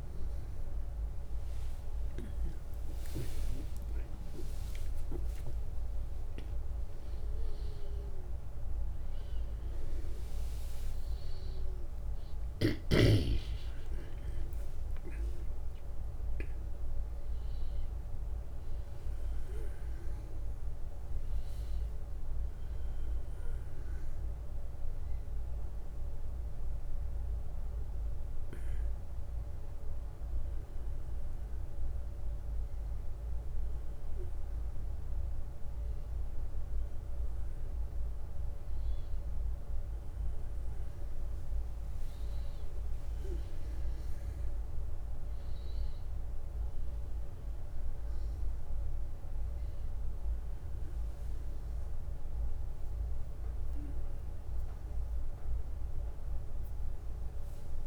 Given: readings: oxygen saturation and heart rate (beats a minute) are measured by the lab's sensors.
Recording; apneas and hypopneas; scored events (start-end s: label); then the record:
a person partly awake in a sleep study, by a room microphone; none
0.50-5.00 s: arousal
22.50-57.87 s: new sleep stage, N1 (lightest sleep)
From the record:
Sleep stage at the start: awake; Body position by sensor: on the back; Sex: male